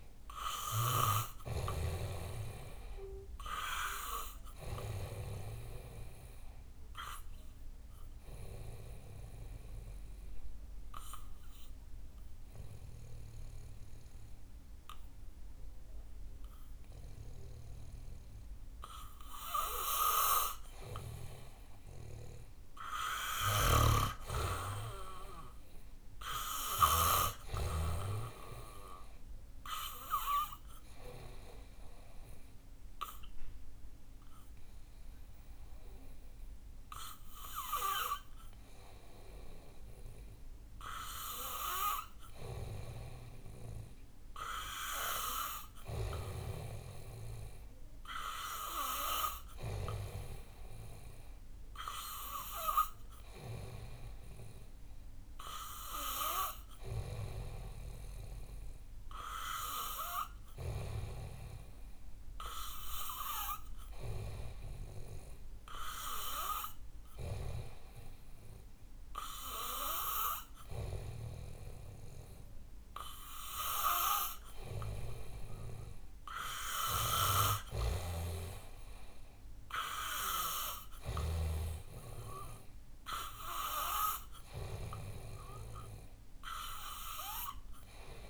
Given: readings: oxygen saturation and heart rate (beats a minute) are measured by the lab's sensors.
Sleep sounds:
breathing in sleep by a room microphone; 3
0.00-2.00 s: snoring (device-marked)
8.00-21.00 s: obstructive apnea (oxygen 93% before, 90% lowest, heart rate 71 before, 63 extreme, up 10 after)
22.50-26.50 s: arousal
23.50-28.00 s: snoring (device-marked)
24.50-47.50 s: oxygen desaturation (device-marked, oxygen 97% before, 90% lowest, heart rate 66 before, 65 extreme)
30.50-42.00 s: obstructive apnea (oxygen 97% before, 90% lowest, heart rate 67 before, 65 extreme, up 2 after)
46.50-52.00 s: arousal
54.50-65.50 s: oxygen desaturation (device-marked, oxygen 96% before, 91% lowest, heart rate 67 before, 67 extreme)
63.00-76.00 s: obstructive apnea (oxygen 96% before, 90% lowest, heart rate 67 before, 67 extreme, up 2 after)
80.00-84.00 s: arousal
From the record:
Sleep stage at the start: N2 (light sleep); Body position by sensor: on the back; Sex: male

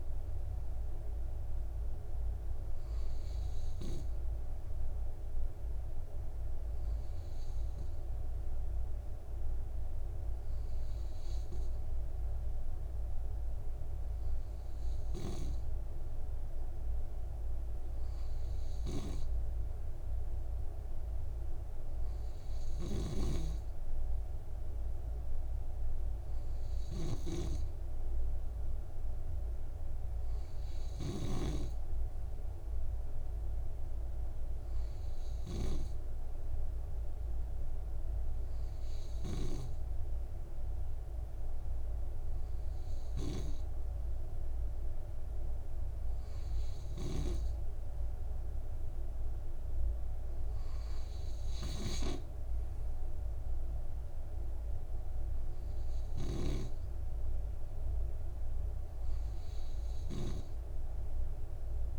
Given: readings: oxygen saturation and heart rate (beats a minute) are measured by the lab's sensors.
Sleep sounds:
breathing in sleep by a room microphone; none
23.00-36.00 s: snoring (device-marked)
60.50-61.99 s: new sleep stage, awake
From the record:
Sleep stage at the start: N2 (light sleep); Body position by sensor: on the right side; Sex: male

